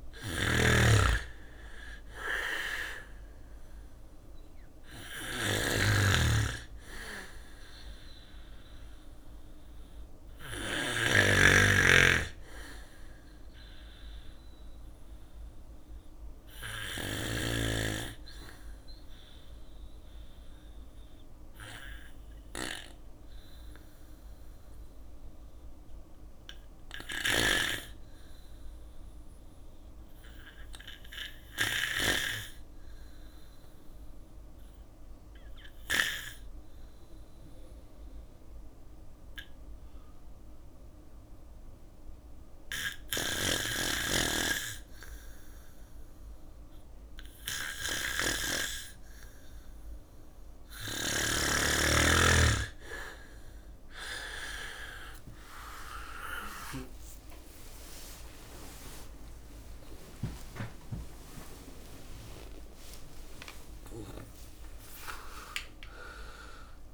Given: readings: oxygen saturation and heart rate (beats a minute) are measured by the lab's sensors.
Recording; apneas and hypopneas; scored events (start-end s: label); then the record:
breathing in sleep by a room microphone; 1
0.00-2.00 s: arousal
0.00-16.00 s: snoring (device-marked)
2.00-20.00 s: oxygen desaturation (device-marked, oxygen 98% before, 95% lowest, heart rate 59 before, 57 extreme)
3.00-17.00 s: bradycardia (device-marked, heart rate 61 before, 57 extreme)
20.00-47.50 s: obstructive apnea (oxygen 98% before, 87% lowest, heart rate 59 before, 57 extreme, up 8 after)
33.00-49.00 s: bradycardia (device-marked, heart rate 61 before, 57 extreme)
37.00-66.94 s: oxygen desaturation (device-marked, oxygen 98% before, 87% lowest, heart rate 60 before, 54 extreme)
46.00 s: drop in pulse transit time (device-marked)
48.00-66.94 s: drop in pulse transit time (device-marked, heart rate 59 before, 58 extreme)
54.00-59.50 s: arousal
59.00-61.00 s: long interval between heartbeats (device-marked, heart rate 62 before, 89 extreme)
61.50-63.50 s: long interval between heartbeats (device-marked, heart rate 65 before, 93 extreme)
From the record:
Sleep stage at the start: N2 (light sleep); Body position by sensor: on the back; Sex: male